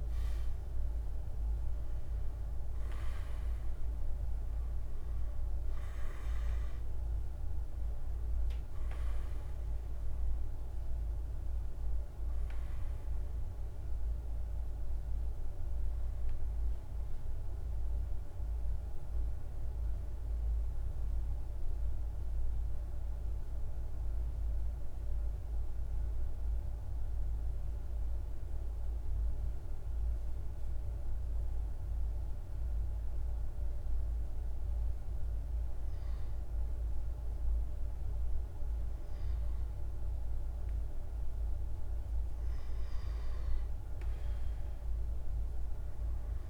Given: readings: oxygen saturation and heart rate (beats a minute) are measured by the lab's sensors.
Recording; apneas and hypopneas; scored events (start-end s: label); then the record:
breathing in sleep, hard to hear, by a room microphone; 1
0.00-19.50 s: oxygen desaturation (device-marked, oxygen 93% lowest, heart rate 50 extreme)
19.00-40.50 s: mixed apnea (oxygen 96% before, 92% lowest, heart rate 53 before, 50 extreme, up 2 after)
42.50-46.50 s: oxygen desaturation (device-marked, oxygen 98% before, 92% lowest, heart rate 51 before, 48 extreme)
45.50-46.50 s: arousal
From the record:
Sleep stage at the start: N2 (light sleep); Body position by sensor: on the right side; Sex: male